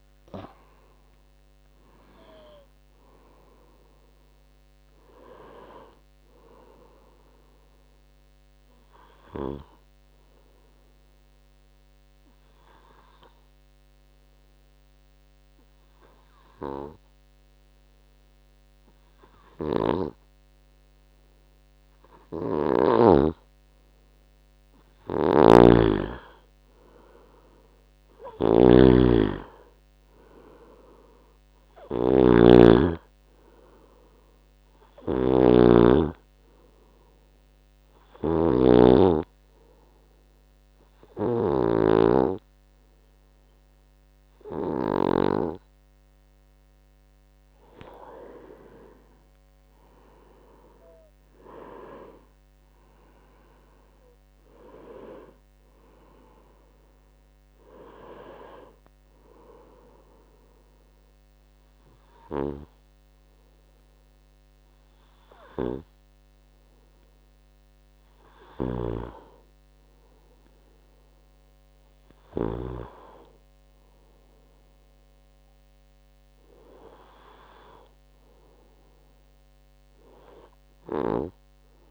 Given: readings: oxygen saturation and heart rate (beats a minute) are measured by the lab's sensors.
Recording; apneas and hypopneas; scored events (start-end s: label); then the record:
breathing in sleep by a microphone on the trachea; 3
0.00-2.00 s: tachycardia (device-marked, heart rate 100 extreme)
8.50-23.50 s: obstructive apnea (oxygen 95% before, 92% lowest, heart rate 85 before, 63 extreme, up 8 after)
25.50-29.00 s: arousal
25.50-45.50 s: snoring (device-marked)
27.00-49.00 s: oxygen desaturation (device-marked, oxygen 97% before, 92% lowest, heart rate 69 before, 64 extreme)
38.50-48.50 s: obstructive apnea (oxygen 97% before, 92% lowest, heart rate 70 before, 64 extreme, up 12 after)
50.00-54.50 s: arousal
60.00-70.50 s: obstructive apnea (oxygen 96% before, 90% lowest, heart rate 73 before, 64 extreme, up 7 after)
69.00-73.00 s: snoring (device-marked)
72.00-75.50 s: arousal
From the record:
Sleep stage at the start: N2 (light sleep); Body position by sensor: on the right side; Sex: male